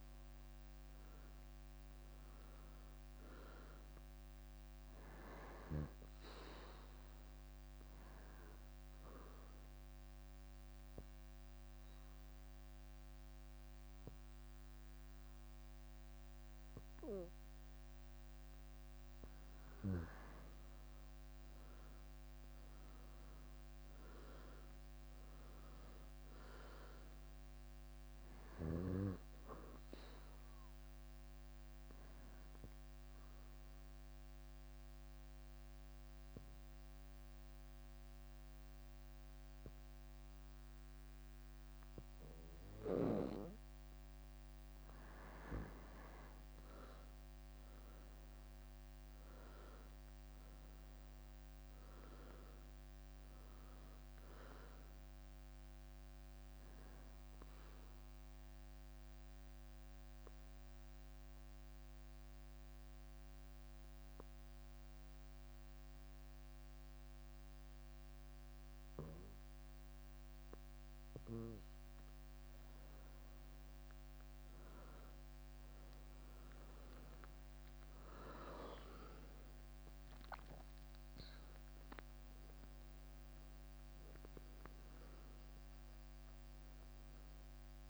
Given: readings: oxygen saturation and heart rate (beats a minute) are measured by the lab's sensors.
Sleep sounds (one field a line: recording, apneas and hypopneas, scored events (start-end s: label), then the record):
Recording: breathing in sleep by a microphone on the trachea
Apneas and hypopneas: 3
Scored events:
0.00-4.50 s: arousal
8.50-18.50 s: oxygen desaturation (device-marked, oxygen 97% before, 93% lowest, heart rate 64 before, 57 extreme)
9.00-20.50 s: obstructive apnea (oxygen 97% before, 90% lowest, heart rate 64 before, 57 extreme, up 10 after)
22.50-27.50 s: arousal
25.50-44.50 s: oxygen desaturation (device-marked, oxygen 97% before, 92% lowest, heart rate 64 before, 52 extreme)
29.50-38.50 s: bradycardia (device-marked, heart rate 65 before, 57 extreme)
33.00-43.00 s: obstructive apnea (oxygen 97% before, 90% lowest, heart rate 65 before, 52 extreme, up 16 after)
46.50-51.00 s: arousal
51.50-68.50 s: oxygen desaturation (device-marked, oxygen 98% before, 90% lowest, heart rate 62 before, 52 extreme)
54.50-68.50 s: bradycardia (device-marked, heart rate 65 before, 52 extreme)
58.00-72.00 s: obstructive apnea (oxygen 98% before, 90% lowest, heart rate 66 before, 55 extreme, up 20 after)
73.50-87.90 s: new sleep stage, N1 (lightest sleep)
76.50-80.50 s: arousal
79.00-81.50 s: leg movement (device-marked)
82.50-87.90 s: oxygen desaturation (device-marked, oxygen 98% before, 93% lowest, heart rate 64 before, 61 extreme)
From the record:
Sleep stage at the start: N2 (light sleep)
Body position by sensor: on the back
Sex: female